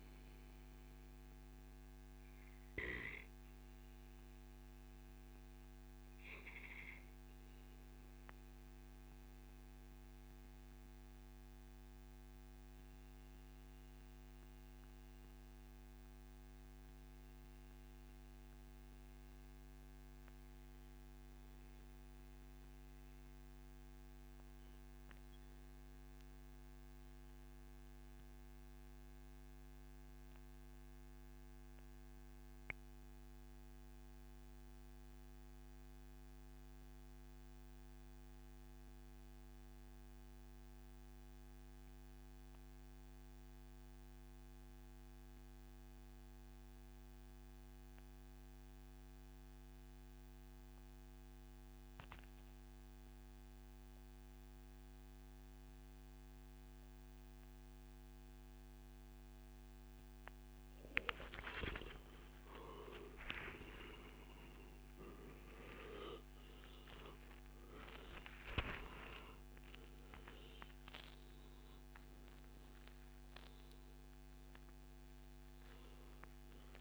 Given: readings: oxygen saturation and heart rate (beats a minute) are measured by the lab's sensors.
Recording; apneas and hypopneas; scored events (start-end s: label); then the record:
breathing in sleep by a microphone on the trachea; 1
0.00-13.50 s: oxygen desaturation (device-marked, oxygen 92% lowest, heart rate 140 extreme)
2.50-60.00 s: mixed apnea (oxygen 98% before, 87% lowest, heart rate 142 before, 64 extreme)
38.00-40.00 s: long interval between heartbeats (device-marked, heart rate 145 before, 133 extreme)
40.50-54.50 s: oxygen desaturation (device-marked, oxygen 97% before, 94% lowest, heart rate 143 before, 64 extreme)
56.50-75.50 s: oxygen desaturation (device-marked, oxygen 96% before, 91% lowest, heart rate 87 before, 77 extreme)
58.50-60.50 s: long interval between heartbeats (device-marked, heart rate 80 before, 65 extreme)
62.00-65.50 s: arousal
63.00-65.00 s: long interval between heartbeats (device-marked, heart rate 72 before, 77 extreme)
66.50-76.81 s: new sleep stage, N1 (lightest sleep)
From the record:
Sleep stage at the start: REM sleep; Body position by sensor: on the back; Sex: male